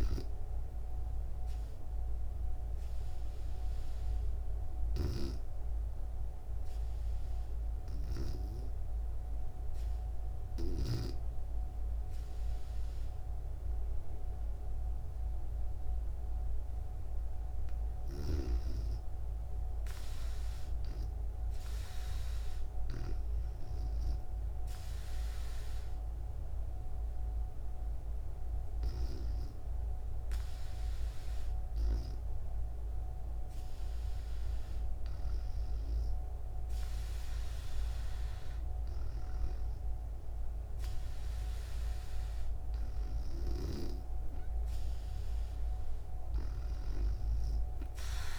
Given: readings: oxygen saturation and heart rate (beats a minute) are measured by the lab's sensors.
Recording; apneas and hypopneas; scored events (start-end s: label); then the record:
breathing in sleep by a room microphone; 1
0.00-2.00 s: oxygen desaturation (device-marked, oxygen 91% lowest, heart rate 65 extreme)
3.00-16.50 s: hypopnea (oxygen 95% before, 90% lowest, heart rate 65 before, 65 extreme, up 5 after)
18.00-21.00 s: arousal
20.00-38.00 s: oxygen desaturation (device-marked, oxygen 95% before, 90% lowest, heart rate 67 before, 68 extreme)
From the record:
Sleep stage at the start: REM sleep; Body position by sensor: on the back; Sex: female